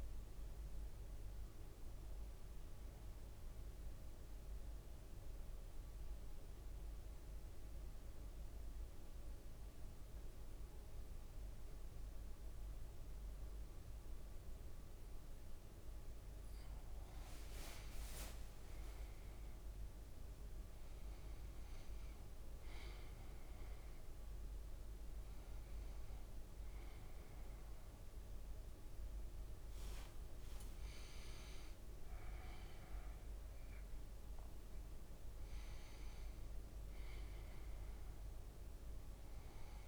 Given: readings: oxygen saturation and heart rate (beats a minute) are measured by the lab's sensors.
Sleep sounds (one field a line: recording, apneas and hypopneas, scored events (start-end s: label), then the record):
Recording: breathing in sleep, hard to hear, by a room microphone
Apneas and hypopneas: 1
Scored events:
0.00-16.50 s: oxygen desaturation (device-marked, oxygen 94% lowest, heart rate 53 extreme)
3.50-16.50 s: mixed apnea (oxygen 97% before, 94% lowest, heart rate 58 before, 53 extreme, up 10 after)
16.00-19.50 s: leg movement (device-marked)
19.00-24.50 s: arousal
23.50-39.88 s: new sleep stage, N1 (lightest sleep)
From the record:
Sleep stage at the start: N2 (light sleep)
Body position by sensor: on the back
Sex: male